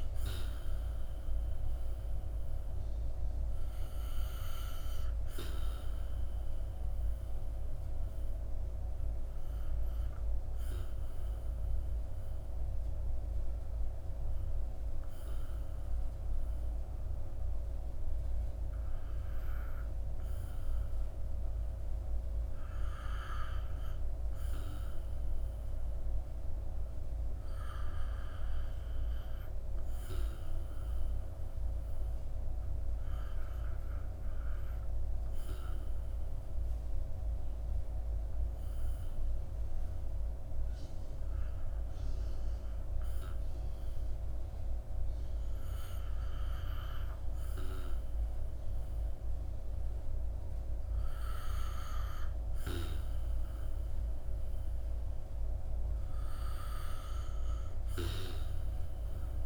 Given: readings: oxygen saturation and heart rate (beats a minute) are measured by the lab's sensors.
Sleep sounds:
breathing in sleep, hard to hear, by a room microphone; 1
0.00-10.00 s: oxygen desaturation (device-marked, oxygen 84% lowest, heart rate 53 extreme)
4.50-50.50 s: obstructive apnea (oxygen 90% before, 77% lowest, heart rate 58 before, 55 extreme, up 4 after)
34.00-59.46 s: oxygen desaturation (device-marked, oxygen 91% before, 77% lowest, heart rate 58 before, 54 extreme)
53.00-57.00 s: arousal
From the record:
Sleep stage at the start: REM sleep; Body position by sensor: on the back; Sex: male

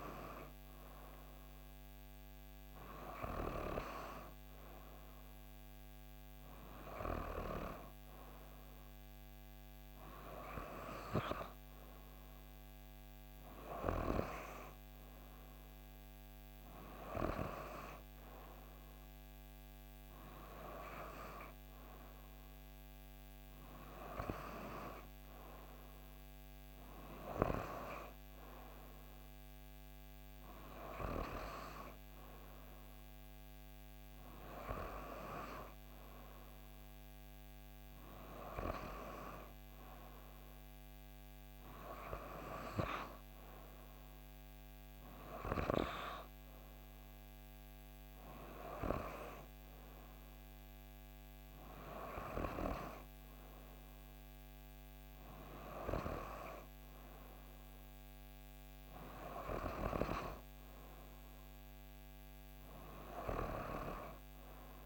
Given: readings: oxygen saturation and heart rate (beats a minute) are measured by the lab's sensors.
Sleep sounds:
breathing in sleep by a microphone on the trachea; none
none scored
From the record:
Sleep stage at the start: N2 (light sleep); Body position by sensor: on the back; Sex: female

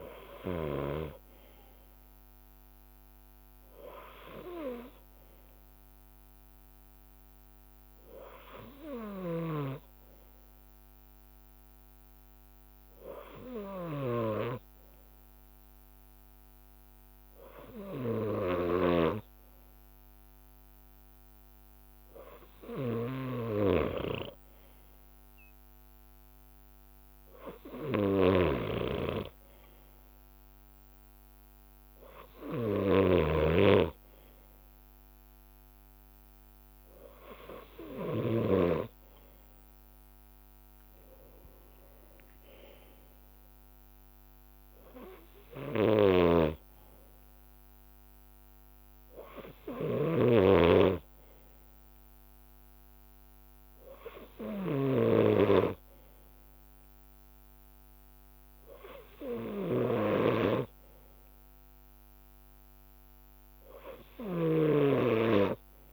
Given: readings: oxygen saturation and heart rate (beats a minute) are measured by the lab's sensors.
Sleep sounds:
breathing in sleep by a microphone on the trachea; none
0.00-7.50 s: leg movement (device-marked)
0.50-43.50 s: bradycardia (device-marked, heart rate 62 before, 54 extreme)
11.50-27.50 s: drop in pulse transit time (device-marked, heart rate 61 before, 54 extreme)
19.50-29.00 s: leg movement (device-marked)
28.00-38.50 s: snoring (device-marked)
30.00-39.00 s: leg movement (device-marked)
45.50-65.93 s: bradycardia (device-marked, heart rate 62 before, 54 extreme)
46.00-55.00 s: snoring (device-marked)
58.50-65.93 s: drop in pulse transit time (device-marked, heart rate 57 before, 54 extreme)
From the record:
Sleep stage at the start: N2 (light sleep); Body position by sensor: on the left side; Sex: male

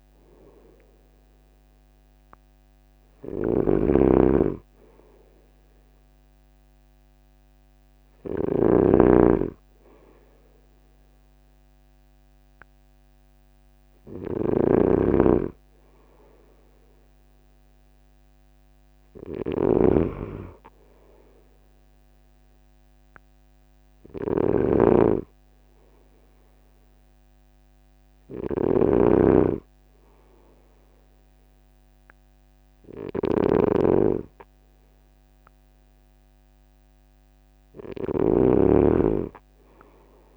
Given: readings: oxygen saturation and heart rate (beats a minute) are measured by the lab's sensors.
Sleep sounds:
breathing in sleep by a microphone on the trachea; none
0.00-40.37 s: snoring (device-marked)
From the record:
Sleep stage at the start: N2 (light sleep); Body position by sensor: on the front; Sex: male

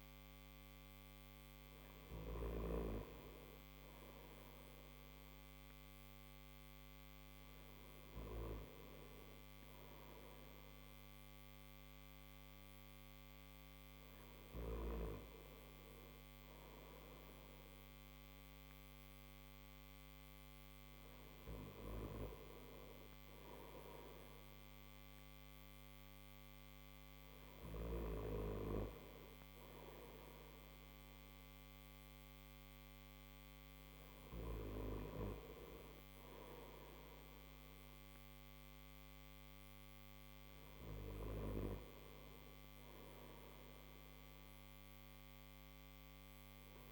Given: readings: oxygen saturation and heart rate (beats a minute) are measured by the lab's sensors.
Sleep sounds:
breathing in sleep by a microphone on the trachea; none
none scored
From the record:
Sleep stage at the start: N3 (deep sleep); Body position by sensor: on the back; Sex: male

